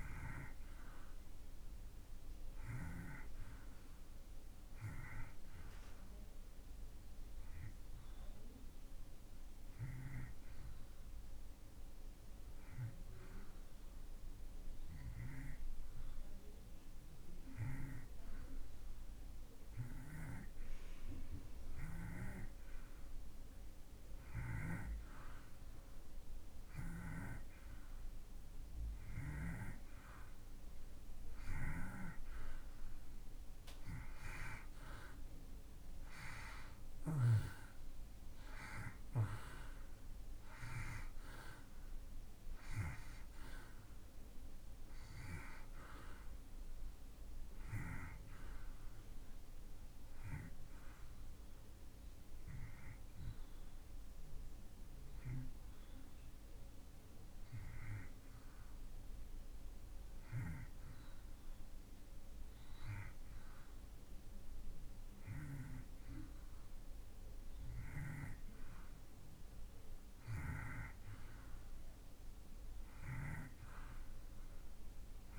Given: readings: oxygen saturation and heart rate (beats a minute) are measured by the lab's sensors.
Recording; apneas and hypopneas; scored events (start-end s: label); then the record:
breathing in sleep by a room microphone; 2
0.00-15.50 s: oxygen desaturation (device-marked, oxygen 86% lowest)
8.00-27.00 s: hypopnea (oxygen 93% before, 85% lowest)
30.50-35.00 s: arousal
30.50-65.50 s: oxygen desaturation (device-marked, oxygen 93% before, 85% lowest)
51.50-68.00 s: hypopnea (oxygen 93% before, 87% lowest)
71.50-75.39 s: arousal
From the record:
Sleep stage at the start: N2 (light sleep); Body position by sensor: on the back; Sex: male